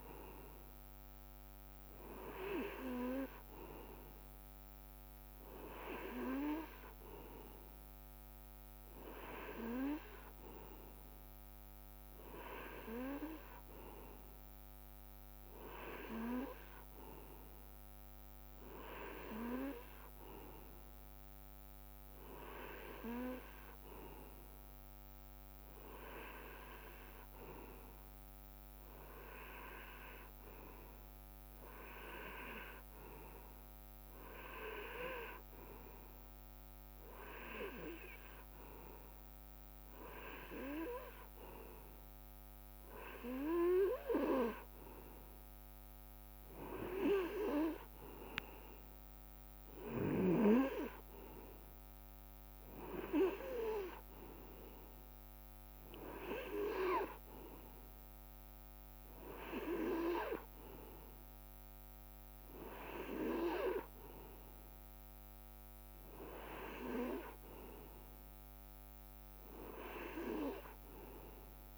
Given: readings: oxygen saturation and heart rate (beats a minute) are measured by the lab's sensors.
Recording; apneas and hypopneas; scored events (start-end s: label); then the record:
breathing in sleep by a microphone on the trachea; none
9.00-11.00 s: long interval between heartbeats (device-marked, heart rate 65 before, 76 extreme)
From the record:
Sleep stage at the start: N2 (light sleep); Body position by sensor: on the right side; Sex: male